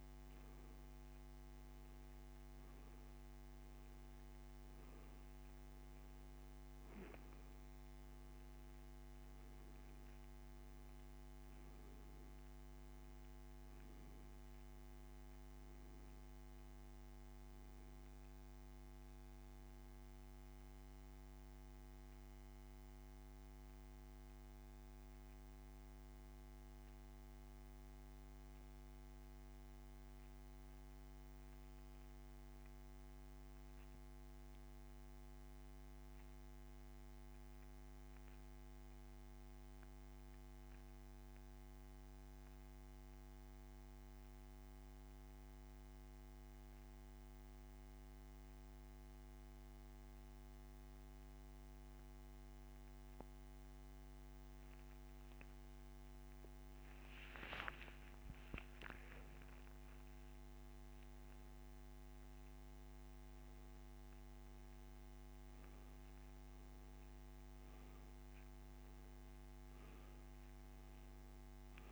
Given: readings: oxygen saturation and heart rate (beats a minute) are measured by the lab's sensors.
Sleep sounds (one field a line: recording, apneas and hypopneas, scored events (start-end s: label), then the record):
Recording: breathing in sleep, hard to hear, by a microphone on the trachea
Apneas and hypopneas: 1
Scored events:
0.00-5.00 s: oxygen desaturation (device-marked, oxygen 93% lowest, heart rate 30 extreme)
7.00-45.00 s: oxygen desaturation (device-marked, oxygen 95% before, 89% lowest)
21.00-24.50 s: arousal
28.00-56.00 s: central apnea (oxygen 95% before, 88% lowest)
57.50-62.50 s: arousal
From the record:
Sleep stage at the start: N2 (light sleep)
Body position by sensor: on the back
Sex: male